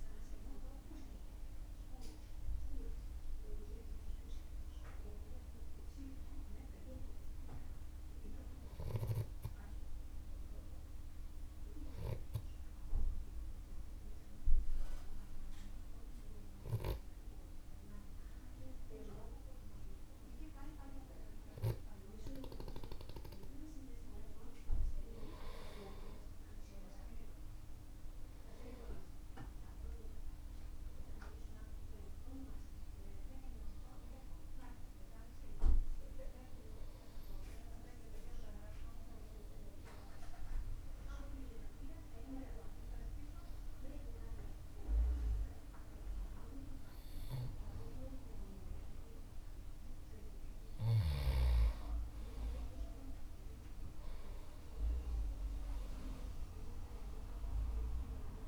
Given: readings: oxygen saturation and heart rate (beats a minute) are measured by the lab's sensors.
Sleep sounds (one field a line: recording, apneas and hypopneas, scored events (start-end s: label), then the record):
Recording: breathing in sleep by a room microphone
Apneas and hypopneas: 2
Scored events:
8.50-22.00 s: hypopnea (oxygen 96% before, 94% lowest, heart rate 57 before, 53 extreme, up 10 after)
24.50-30.50 s: arousal
38.50-49.50 s: obstructive apnea (oxygen 97% before, 94% lowest, heart rate 59 before, 49 extreme, up 12 after)
53.50-58.48 s: arousal
From the record:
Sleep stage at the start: N2 (light sleep)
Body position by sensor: on the back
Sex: male